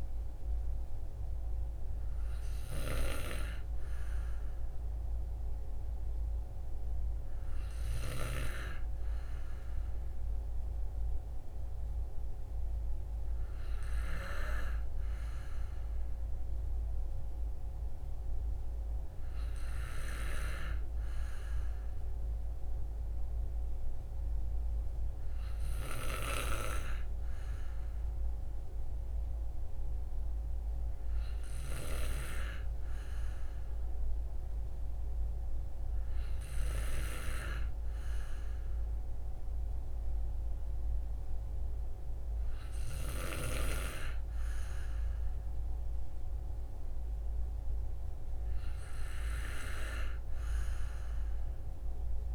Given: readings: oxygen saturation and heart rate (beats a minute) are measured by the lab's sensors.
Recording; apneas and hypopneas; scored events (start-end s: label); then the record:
breathing in sleep by a room microphone; none
none scored
From the record:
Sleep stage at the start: N2 (light sleep); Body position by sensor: on the back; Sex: male